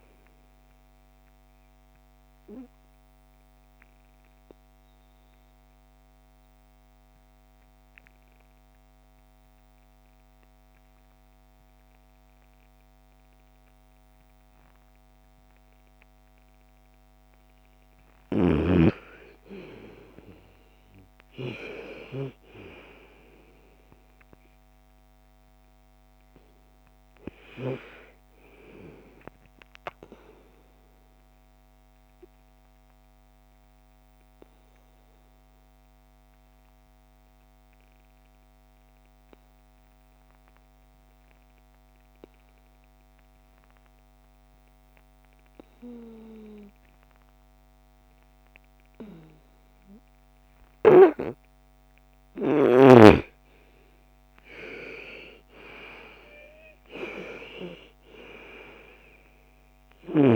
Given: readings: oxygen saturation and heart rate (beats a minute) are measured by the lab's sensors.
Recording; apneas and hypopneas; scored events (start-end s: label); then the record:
breathing in sleep by a microphone on the trachea; 2
0.00-8.00 s: oxygen desaturation (device-marked, oxygen 84% lowest, heart rate 55 extreme)
0.50-16.50 s: obstructive apnea (oxygen 99% before, 84% lowest, heart rate 55 before, 57 extreme, up 9 after)
18.00-21.00 s: arousal
19.00-37.00 s: oxygen desaturation (device-marked, oxygen 99% before, 91% lowest, heart rate 60 before, 55 extreme)
31.50-51.00 s: obstructive apnea (oxygen 99% before, 82% lowest, heart rate 63 before, 55 extreme, up 15 after)
49.00-60.36 s: oxygen desaturation (device-marked, oxygen 98% before, 86% lowest, heart rate 61 before, 48 extreme)
53.00-57.50 s: arousal
59.00-60.36 s: snoring (device-marked)
From the record:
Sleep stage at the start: N2 (light sleep); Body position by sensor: on the right side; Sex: female